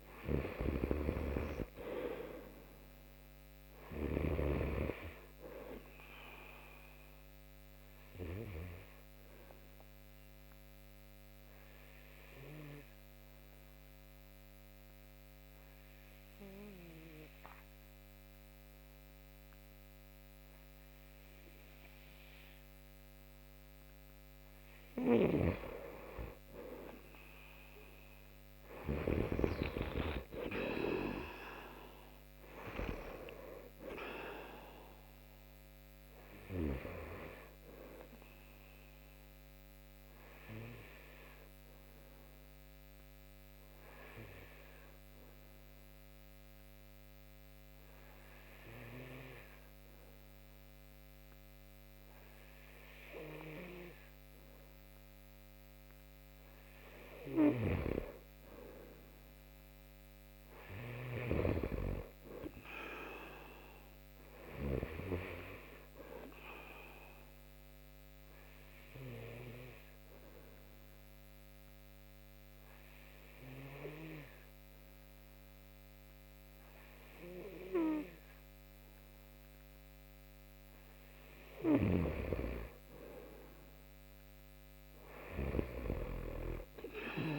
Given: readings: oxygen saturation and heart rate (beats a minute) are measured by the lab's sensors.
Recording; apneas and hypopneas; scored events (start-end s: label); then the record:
breathing in sleep by a microphone on the trachea; 3
0.00-1.50 s: arousal
0.00-3.50 s: snoring (device-marked)
4.50-21.50 s: oxygen desaturation (device-marked, oxygen 94% before, 89% lowest)
7.00-22.00 s: obstructive apnea (oxygen 94% before, 88% lowest)
24.50-28.50 s: snoring (device-marked)
28.50-31.50 s: arousal
34.50-52.50 s: oxygen desaturation (device-marked, oxygen 95% before, 88% lowest)
39.00-55.50 s: obstructive apnea (oxygen 95% before, 88% lowest)
56.50-60.50 s: snoring (device-marked)
58.00-61.50 s: arousal
62.50-82.50 s: oxygen desaturation (device-marked, oxygen 95% before, 90% lowest)
66.50-79.00 s: obstructive apnea (oxygen 95% before, 89% lowest)
83.00-86.00 s: arousal
From the record:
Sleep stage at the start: N2 (light sleep); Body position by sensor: on the right side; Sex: male